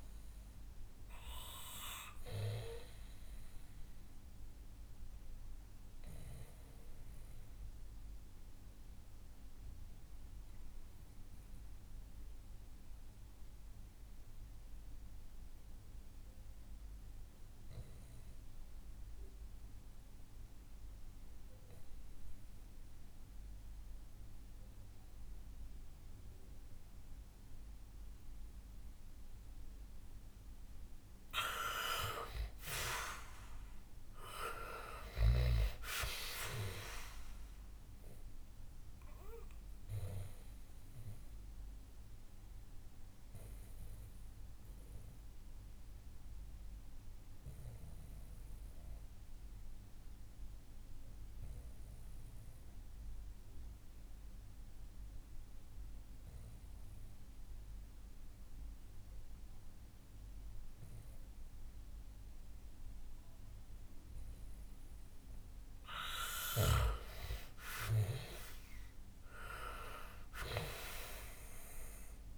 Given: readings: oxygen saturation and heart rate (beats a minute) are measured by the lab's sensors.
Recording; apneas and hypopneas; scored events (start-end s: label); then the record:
breathing in sleep by a room microphone; 2
0.00-19.50 s: oxygen desaturation (device-marked, oxygen 91% lowest, heart rate 62 extreme)
3.00-30.50 s: obstructive apnea (oxygen 98% before, 90% lowest, heart rate 68 before, 60 extreme, up 7 after)
32.00-35.50 s: arousal
32.50-61.50 s: oxygen desaturation (device-marked, oxygen 98% before, 90% lowest, heart rate 65 before, 60 extreme)
38.50-63.50 s: obstructive apnea (oxygen 98% before, 90% lowest, heart rate 66 before, 60 extreme, up 6 after)
66.50-70.00 s: arousal
From the record:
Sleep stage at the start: N2 (light sleep); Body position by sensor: on the back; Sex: male